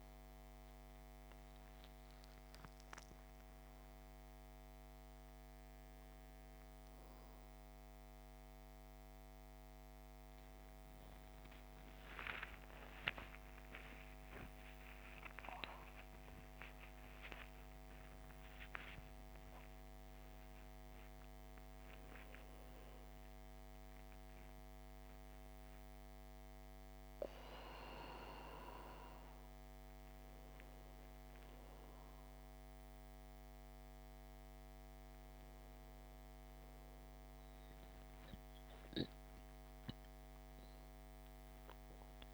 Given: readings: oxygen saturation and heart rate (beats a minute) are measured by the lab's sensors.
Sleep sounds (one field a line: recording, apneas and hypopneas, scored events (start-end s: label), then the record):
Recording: a person awake in a sleep study, by a microphone on the trachea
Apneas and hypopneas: none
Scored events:
none scored
From the record:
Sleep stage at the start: awake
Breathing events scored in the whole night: 528 in 6.7 hours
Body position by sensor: on the back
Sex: male